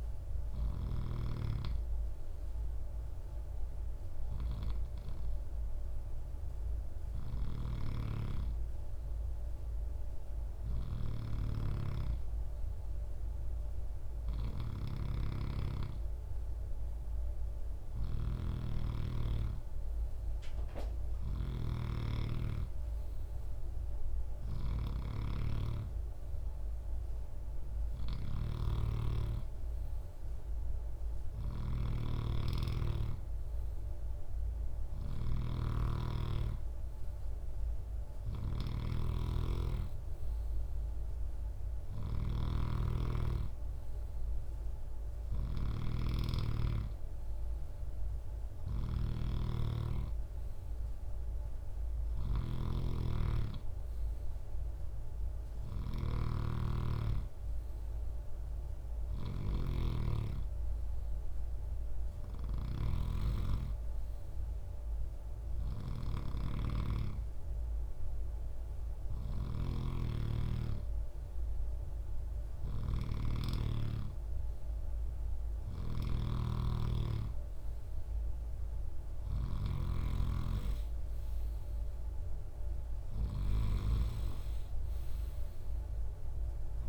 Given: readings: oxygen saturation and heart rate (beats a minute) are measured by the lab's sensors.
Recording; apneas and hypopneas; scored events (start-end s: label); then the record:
breathing in sleep by a room microphone; 1
1.50-14.00 s: hypopnea (oxygen 96% before, 93% lowest, heart rate 67 before, 62 extreme, up 3 after)
6.50-86.89 s: snoring (device-marked)
15.00-18.00 s: arousal
From the record:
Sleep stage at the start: N2 (light sleep); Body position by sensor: on the right side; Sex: male